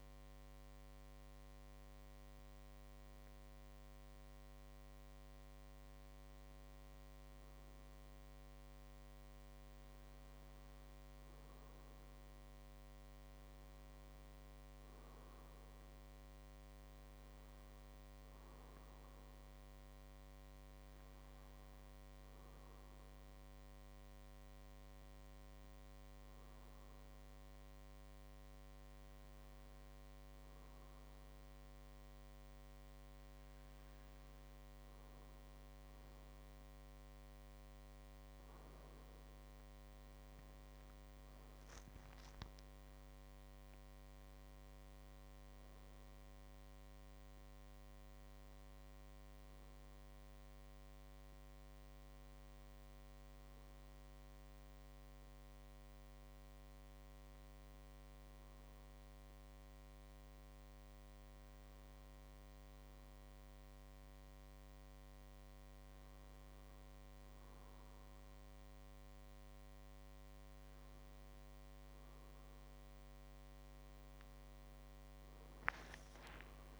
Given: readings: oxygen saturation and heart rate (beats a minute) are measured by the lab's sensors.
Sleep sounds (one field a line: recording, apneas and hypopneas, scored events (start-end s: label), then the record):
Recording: breathing in sleep, hard to hear, by a microphone on the trachea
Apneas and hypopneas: 2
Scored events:
16.50-19.50 s: arousal
22.50-32.50 s: hypopnea (oxygen 96% before, 95% lowest)
39.50-44.00 s: arousal
57.00-71.00 s: hypopnea (oxygen 96% before, 95% lowest)
From the record:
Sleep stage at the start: N1 (lightest sleep)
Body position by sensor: on the back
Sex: male